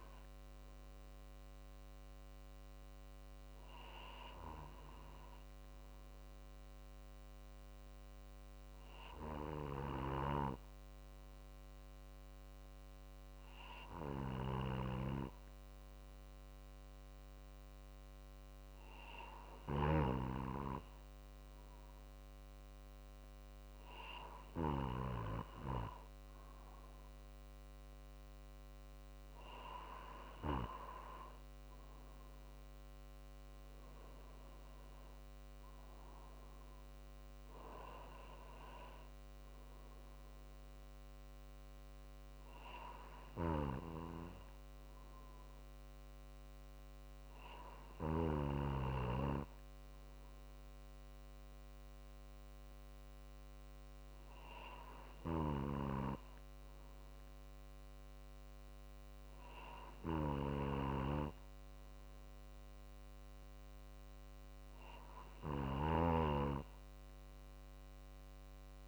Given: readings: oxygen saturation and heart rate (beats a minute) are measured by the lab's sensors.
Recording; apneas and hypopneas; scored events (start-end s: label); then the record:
breathing in sleep by a microphone on the trachea; none
0.00-4.00 s: drop in pulse transit time (device-marked, heart rate 49 extreme)
25.00-42.00 s: drop in pulse transit time (device-marked, heart rate 50 before, 51 extreme)
From the record:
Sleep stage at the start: N2 (light sleep); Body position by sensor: on the right side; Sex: male